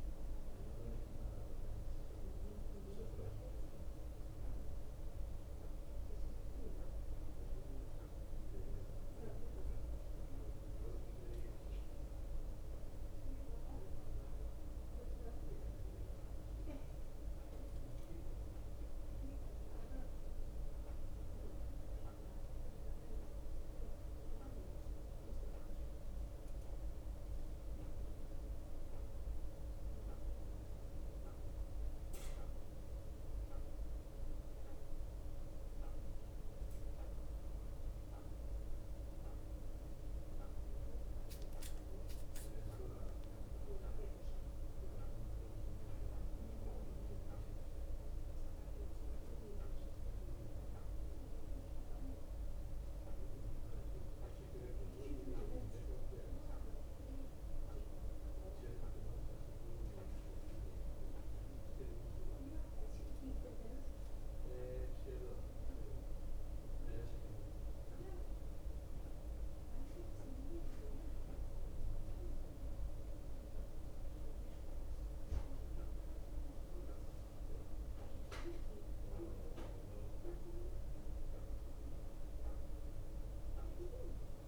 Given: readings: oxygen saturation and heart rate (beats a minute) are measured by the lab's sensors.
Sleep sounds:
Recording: breathing in sleep, hard to hear, by a room microphone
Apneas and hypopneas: 1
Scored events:
0.00-84.48 s: bradycardia (device-marked)
4.50-6.50 s: long interval between heartbeats (device-marked)
10.00-12.00 s: long interval between heartbeats (device-marked)
14.50-84.48 s: new sleep stage, N2 (light sleep)
19.50-21.50 s: long interval between heartbeats (device-marked)
20.50-30.50 s: drop in pulse transit time (device-marked)
26.00-28.00 s: long interval between heartbeats (device-marked)
28.00-30.00 s: long interval between heartbeats (device-marked)
41.50-43.50 s: long interval between heartbeats (device-marked)
52.50-57.00 s: arousal
59.50-79.50 s: hypopnea (oxygen 92% before, 90% lowest)
62.50-64.50 s: long interval between heartbeats (device-marked)
78.50-84.48 s: drop in pulse transit time (device-marked)
81.50-83.50 s: long interval between heartbeats (device-marked)
From the record:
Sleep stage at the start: N1 (lightest sleep)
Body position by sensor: on the right side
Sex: male

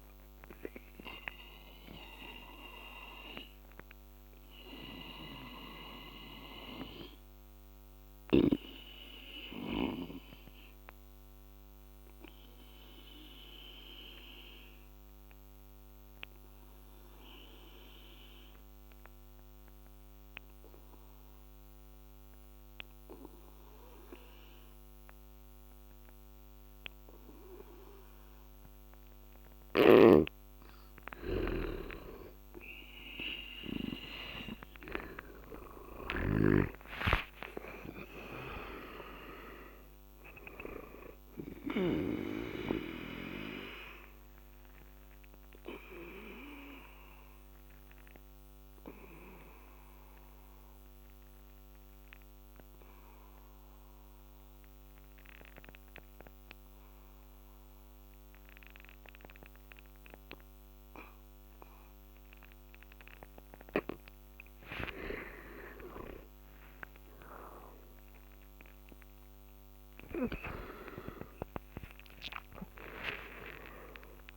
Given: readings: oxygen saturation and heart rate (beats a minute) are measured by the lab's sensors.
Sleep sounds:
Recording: breathing in sleep by a microphone on the trachea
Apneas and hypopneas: 2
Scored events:
0.00-12.00 s: oxygen desaturation (device-marked, oxygen 86% lowest, heart rate 69 extreme)
0.50-32.00 s: obstructive apnea (oxygen 98% before, 86% lowest, heart rate 72 before, 69 extreme, up 13 after)
29.50-36.00 s: snoring (device-marked)
34.50-39.50 s: arousal
36.00-52.00 s: oxygen desaturation (device-marked, oxygen 99% before, 87% lowest, heart rate 72 before, 68 extreme)
43.00-62.50 s: obstructive apnea (oxygen 99% before, 86% lowest, heart rate 77 before, 68 extreme, up 15 after)
65.00-69.50 s: arousal
69.00-74.37 s: oxygen desaturation (device-marked, oxygen 96% before, 86% lowest, heart rate 73 before, 75 extreme)
From the record:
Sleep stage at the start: N2 (light sleep)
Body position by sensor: on the back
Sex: male

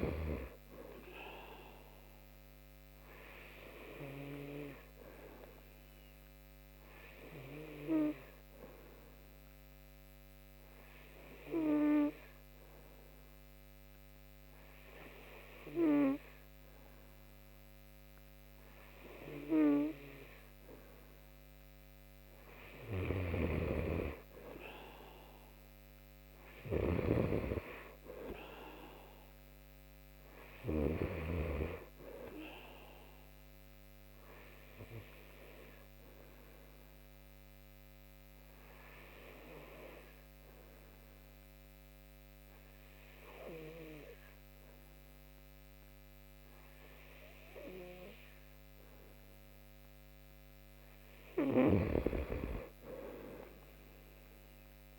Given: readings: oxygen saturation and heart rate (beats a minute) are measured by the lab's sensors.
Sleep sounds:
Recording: breathing in sleep by a microphone on the trachea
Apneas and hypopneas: 2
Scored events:
3.50-22.50 s: oxygen desaturation (device-marked, oxygen 95% before, 90% lowest)
6.00-20.50 s: hypopnea (oxygen 95% before, 89% lowest)
22.50-30.50 s: snoring (device-marked)
23.00-27.00 s: arousal
31.50-48.50 s: oxygen desaturation (device-marked, oxygen 93% before, 89% lowest)
32.50-49.50 s: obstructive apnea (oxygen 93% before, 88% lowest)
50.50-54.99 s: snoring (device-marked)
53.50-54.99 s: arousal
From the record:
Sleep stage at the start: N2 (light sleep)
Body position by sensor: on the right side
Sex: male

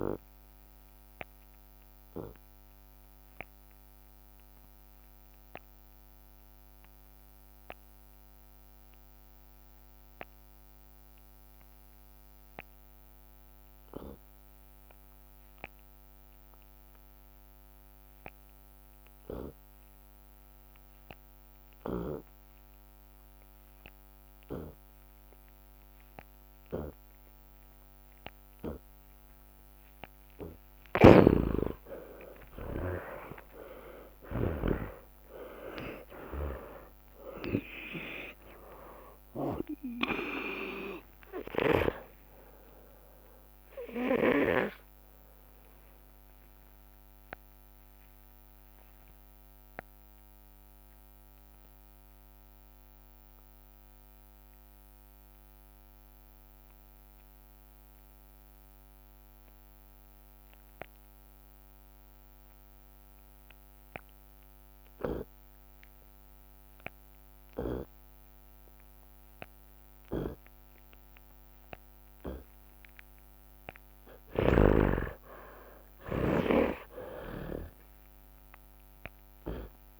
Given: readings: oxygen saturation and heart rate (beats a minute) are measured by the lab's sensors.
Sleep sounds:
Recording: breathing in sleep by a microphone on the trachea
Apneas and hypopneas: 2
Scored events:
0.00-9.50 s: drop in pulse transit time (device-marked, heart rate 59 extreme)
0.50-30.00 s: obstructive apnea (oxygen 97% before, 74% lowest)
16.50-29.50 s: oxygen desaturation (device-marked, oxygen 97% before, 74% lowest)
24.50-26.50 s: long interval between heartbeats (device-marked, heart rate 59 before, 75 extreme)
29.50-40.50 s: drop in pulse transit time (device-marked, heart rate 63 before, 76 extreme)
30.50-34.50 s: tachycardia (device-marked, heart rate 77 before, 106 extreme)
31.00-35.00 s: snoring (device-marked)
31.00-37.00 s: arousal
36.50-38.50 s: long interval between heartbeats (device-marked, heart rate 76 before, 97 extreme)
42.50-44.50 s: drop in pulse transit time (device-marked, heart rate 88 before, 97 extreme)
47.00-73.00 s: obstructive apnea (oxygen 96% before, 82% lowest, heart rate 89 before, 33 extreme, up 17 after)
49.50-51.50 s: long interval between heartbeats (device-marked, heart rate 81 before, 33 extreme)
49.50-55.50 s: tachycardia (device-marked, heart rate 76 before, 120 extreme)
52.00-54.00 s: long interval between heartbeats (device-marked, heart rate 77 before, 41 extreme)
53.50-67.50 s: oxygen desaturation (device-marked, oxygen 96% before, 85% lowest, heart rate 75 before, 38 extreme)
55.00-57.00 s: long interval between heartbeats (device-marked, heart rate 75 before, 112 extreme)
57.50-59.50 s: long interval between heartbeats (device-marked, heart rate 76 before, 98 extreme)
57.50-59.50 s: tachycardia (device-marked, heart rate 76 before, 135 extreme)
60.50-62.50 s: long interval between heartbeats (device-marked, heart rate 78 before, 106 extreme)
60.50-75.50 s: tachycardia (device-marked, heart rate 76 before, 128 extreme)
63.50-65.50 s: long interval between heartbeats (device-marked, heart rate 79 before, 105 extreme)
66.00-68.00 s: long interval between heartbeats (device-marked, heart rate 79 before, 120 extreme)
69.00-71.00 s: long interval between heartbeats (device-marked, heart rate 95 before, 128 extreme)
71.00-73.00 s: long interval between heartbeats (device-marked, heart rate 105 before, 114 extreme)
73.50-80.00 s: drop in pulse transit time (device-marked, heart rate 113 before, 83 extreme)
74.50-76.50 s: long interval between heartbeats (device-marked, heart rate 114 before, 105 extreme)
74.50-78.50 s: arousal
78.00-80.00 s: long interval between heartbeats (device-marked, heart rate 112 before, 98 extreme)
From the record:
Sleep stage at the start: N2 (light sleep)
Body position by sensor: on the left side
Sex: male

